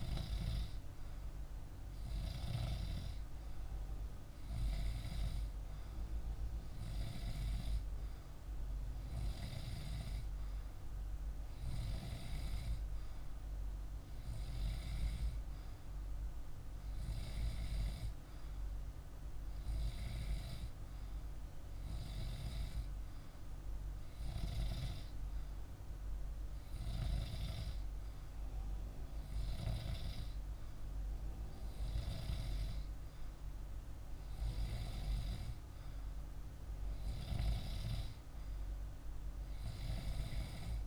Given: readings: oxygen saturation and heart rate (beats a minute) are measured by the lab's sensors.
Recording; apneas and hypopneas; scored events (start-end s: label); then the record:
breathing in sleep by a room microphone; none
none scored
From the record:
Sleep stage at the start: N2 (light sleep); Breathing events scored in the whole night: 209 in 5.7 hours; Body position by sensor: on the back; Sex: male